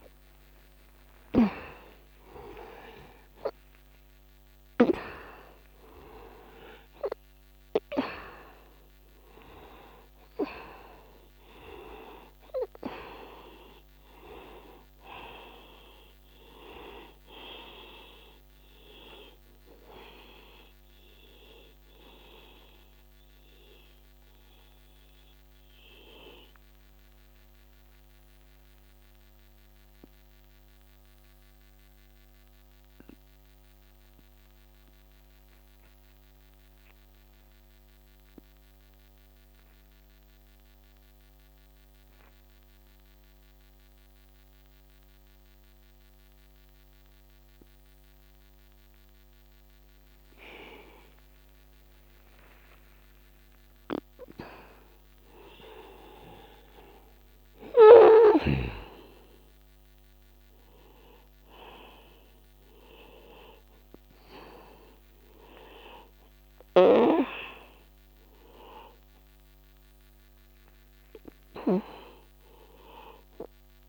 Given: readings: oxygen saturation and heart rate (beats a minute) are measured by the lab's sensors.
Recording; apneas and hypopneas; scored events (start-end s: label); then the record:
breathing in sleep by a microphone on the trachea; 1
0.00-1.50 s: arousal
0.00-39.50 s: oxygen desaturation (device-marked, oxygen 85% lowest, heart rate 62 extreme)
7.50-37.50 s: new sleep stage, N1 (lightest sleep)
23.50-27.50 s: arousal
29.50-50.50 s: mixed apnea (oxygen 94% before, 85% lowest, heart rate 64 before, 63 extreme, up 8 after)
37.50-73.89 s: new sleep stage, N2 (light sleep)
54.00-58.00 s: arousal
From the record:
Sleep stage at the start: N2 (light sleep); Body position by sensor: on the back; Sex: male